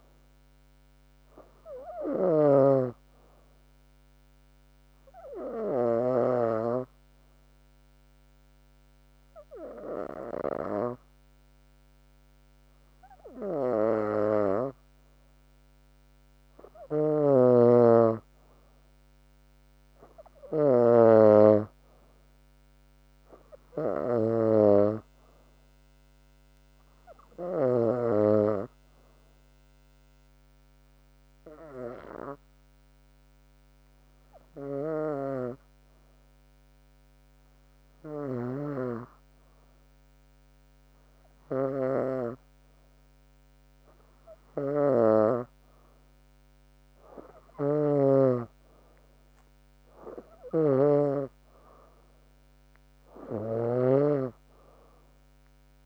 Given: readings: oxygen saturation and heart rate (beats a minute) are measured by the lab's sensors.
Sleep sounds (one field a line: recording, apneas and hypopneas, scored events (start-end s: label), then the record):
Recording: breathing in sleep by a microphone on the trachea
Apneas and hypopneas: 2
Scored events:
5.00-16.50 s: obstructive apnea (oxygen 97% before, 93% lowest, heart rate 70 before, 65 extreme, up 3 after)
19.50-24.50 s: arousal
29.50-43.00 s: hypopnea (oxygen 96% before, 93% lowest, heart rate 73 before, 65 extreme, up 17 after)
30.50-32.50 s: long interval between heartbeats (device-marked, heart rate 73 before, 83 extreme)
32.50-34.50 s: long interval between heartbeats (device-marked, heart rate 75 before, 94 extreme)
47.00-52.50 s: arousal
50.00-52.00 s: long interval between heartbeats (device-marked, heart rate 76 before, 81 extreme)
52.00-54.00 s: long interval between heartbeats (device-marked, heart rate 77 before, 98 extreme)
From the record:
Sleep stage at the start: N2 (light sleep)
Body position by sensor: on the back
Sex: female